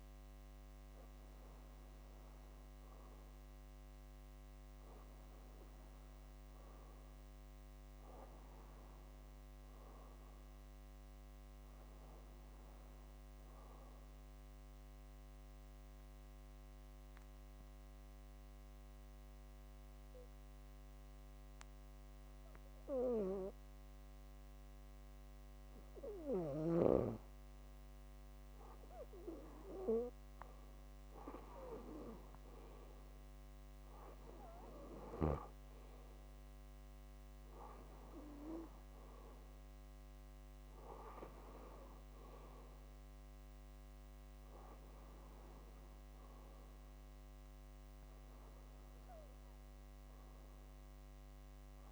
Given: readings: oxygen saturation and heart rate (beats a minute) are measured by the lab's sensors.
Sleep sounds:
breathing in sleep by a microphone on the trachea; 1
2.00-6.50 s: arousal
15.00-22.00 s: bradycardia (device-marked, heart rate 66 before, 58 extreme)
15.00-27.00 s: obstructive apnea (oxygen 97% before, 93% lowest, heart rate 64 before, 58 extreme, up 9 after)
31.00-35.00 s: arousal
40.00-51.92 s: oxygen desaturation (device-marked, oxygen 97% before, 93% lowest, heart rate 63 before, 60 extreme)
From the record:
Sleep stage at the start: REM sleep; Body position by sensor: on the back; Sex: female

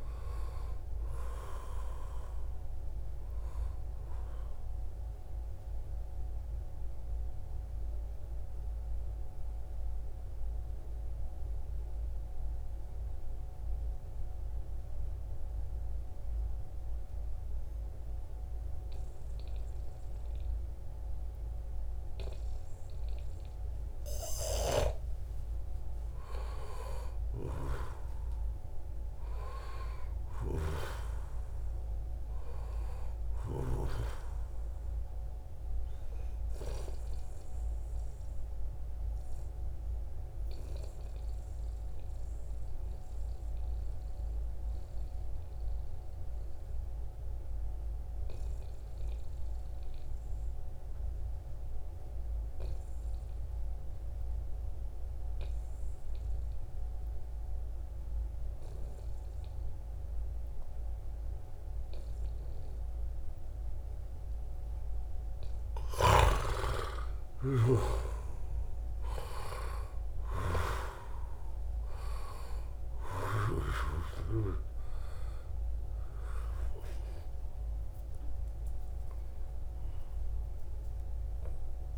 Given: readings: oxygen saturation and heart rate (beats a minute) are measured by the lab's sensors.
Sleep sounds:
breathing in sleep by a room microphone; 2
0.00-19.00 s: oxygen desaturation (device-marked, oxygen 86% lowest, heart rate 68 extreme)
6.00-24.00 s: mixed apnea (oxygen 93% before, 86% lowest, heart rate 74 before, 68 extreme, up 3 after)
23.50-30.00 s: snoring (device-marked)
25.00-30.00 s: arousal
32.00-45.00 s: oxygen desaturation (device-marked, oxygen 96% before, 91% lowest, heart rate 69 before, 65 extreme)
38.00-64.00 s: mixed apnea (oxygen 96% before, 87% lowest, heart rate 71 before, 65 extreme, up 6 after)
62.00-81.98 s: oxygen desaturation (device-marked, oxygen 95% before, 87% lowest, heart rate 68 before, 67 extreme)
65.00-73.00 s: snoring (device-marked)
65.50-69.00 s: arousal
66.00-81.98 s: new sleep stage, N1 (lightest sleep)
From the record:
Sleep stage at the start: N2 (light sleep); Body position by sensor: on the back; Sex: male

